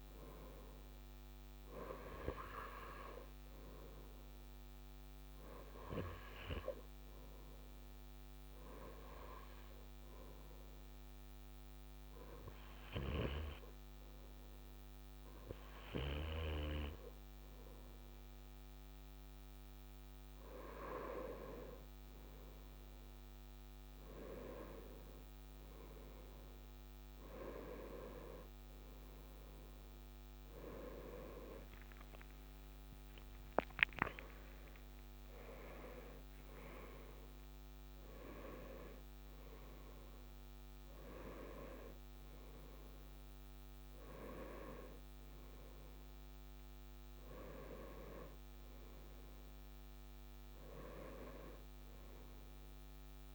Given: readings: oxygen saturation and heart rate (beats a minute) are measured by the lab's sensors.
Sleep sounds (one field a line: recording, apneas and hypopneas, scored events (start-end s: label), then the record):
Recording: breathing in sleep by a microphone on the trachea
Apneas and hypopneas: none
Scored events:
31.50-35.50 s: arousal
From the record:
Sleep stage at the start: N2 (light sleep)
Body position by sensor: on the right side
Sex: male